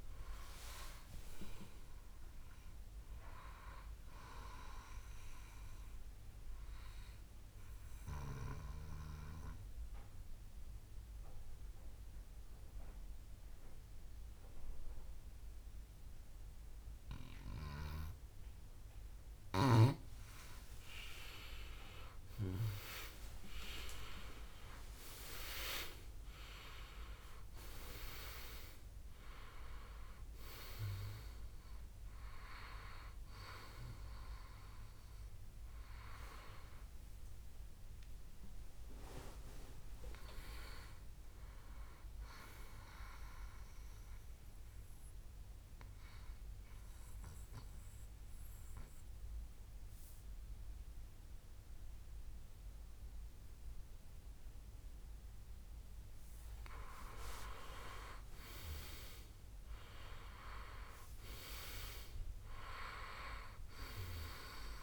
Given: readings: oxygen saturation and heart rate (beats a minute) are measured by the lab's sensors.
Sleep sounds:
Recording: breathing in sleep by a room microphone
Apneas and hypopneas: 2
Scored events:
0.00-11.50 s: oxygen desaturation (device-marked, oxygen 92% lowest, heart rate 62 extreme)
6.00-20.00 s: obstructive apnea (oxygen 97% before, 93% lowest, heart rate 75 before, 62 extreme, up 16 after)
22.00-25.50 s: arousal
31.50-54.50 s: oxygen desaturation (device-marked, oxygen 98% before, 93% lowest, heart rate 69 before, 62 extreme)
45.00-57.50 s: obstructive apnea (oxygen 99% before, 91% lowest, heart rate 76 before, 61 extreme, up 13 after)
59.00-62.50 s: arousal
From the record:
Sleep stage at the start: N2 (light sleep)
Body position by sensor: on the back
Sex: male

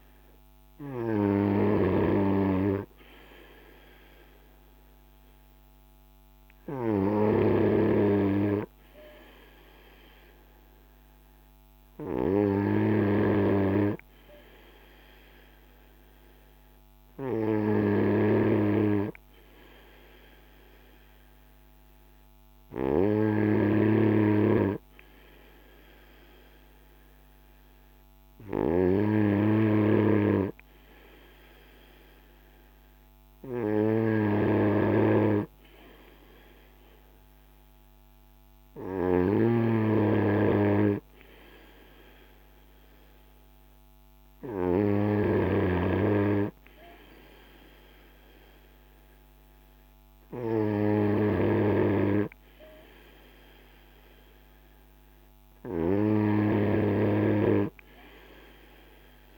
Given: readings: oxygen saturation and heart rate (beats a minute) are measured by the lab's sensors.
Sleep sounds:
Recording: breathing in sleep by a microphone on the trachea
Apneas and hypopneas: none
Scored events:
none scored
From the record:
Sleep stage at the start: N3 (deep sleep)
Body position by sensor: on the front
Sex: male

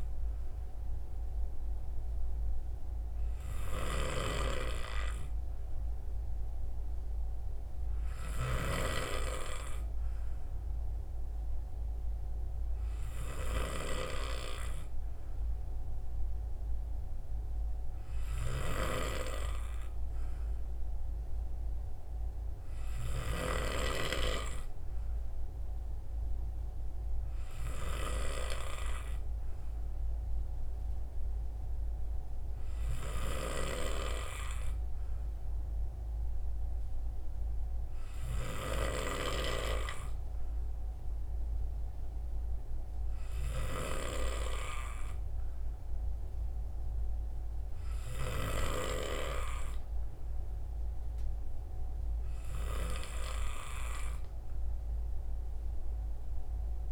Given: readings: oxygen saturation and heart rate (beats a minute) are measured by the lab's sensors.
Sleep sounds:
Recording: breathing in sleep by a room microphone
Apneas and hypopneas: none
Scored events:
none scored
From the record:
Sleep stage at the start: N3 (deep sleep)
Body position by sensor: on the right side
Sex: male

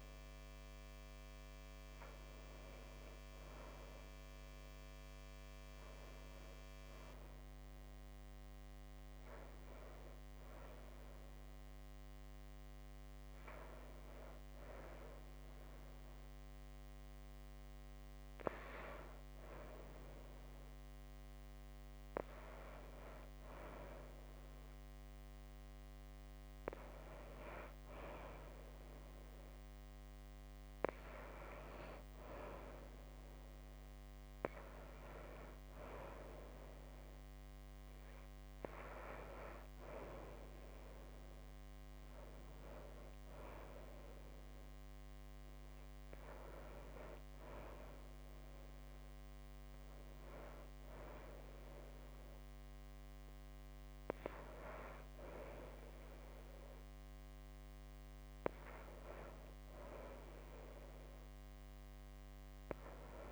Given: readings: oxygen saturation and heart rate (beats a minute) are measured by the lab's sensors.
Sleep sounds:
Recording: breathing in sleep by a microphone on the trachea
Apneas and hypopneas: none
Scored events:
none scored
From the record:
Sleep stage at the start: N2 (light sleep)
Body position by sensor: on the right side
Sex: female

